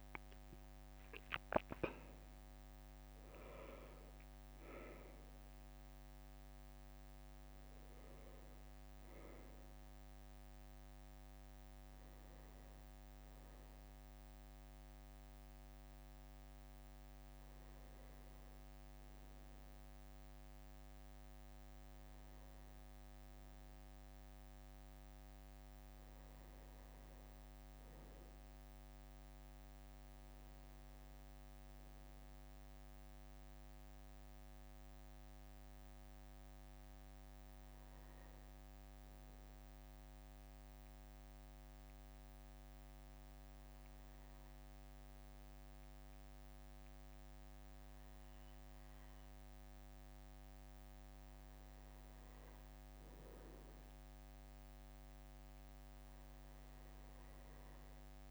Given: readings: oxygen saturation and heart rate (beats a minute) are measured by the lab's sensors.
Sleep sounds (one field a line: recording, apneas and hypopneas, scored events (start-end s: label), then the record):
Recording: breathing in sleep, hard to hear, by a microphone on the trachea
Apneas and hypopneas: 1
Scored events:
11.50-14.50 s: bradycardia (device-marked, heart rate 63 before, 59 extreme)
27.50-31.00 s: arousal
32.50-40.50 s: bradycardia (device-marked, heart rate 63 before, 58 extreme)
34.00-51.00 s: hypopnea (oxygen 99% before, 95% lowest, heart rate 60 before, 58 extreme, up 1 after)
54.50-58.31 s: arousal
55.50-58.31 s: oxygen desaturation (device-marked, oxygen 98% before, 95% lowest, heart rate 59 before, 61 extreme)
From the record:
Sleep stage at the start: N2 (light sleep)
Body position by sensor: on the back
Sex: male